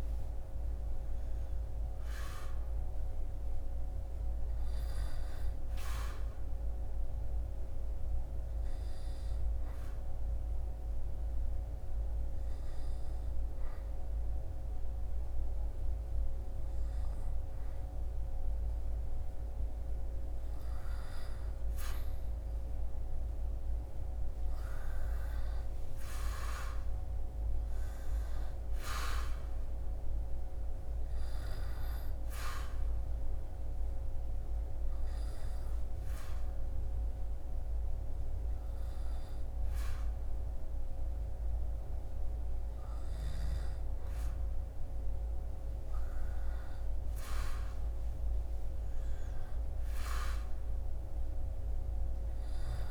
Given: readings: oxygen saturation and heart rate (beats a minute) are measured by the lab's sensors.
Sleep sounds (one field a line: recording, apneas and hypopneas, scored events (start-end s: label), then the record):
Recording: breathing in sleep, hard to hear, by a room microphone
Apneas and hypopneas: 2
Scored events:
7.00-20.00 s: obstructive apnea (oxygen 98% before, 96% lowest, heart rate 71 before, 66 extreme, up 9 after)
23.00-27.00 s: arousal
33.50-44.00 s: hypopnea (oxygen 98% before, 96% lowest, heart rate 70 before, 64 extreme, up 12 after)
46.50-51.50 s: arousal
From the record:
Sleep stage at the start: N2 (light sleep)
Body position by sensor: on the back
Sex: male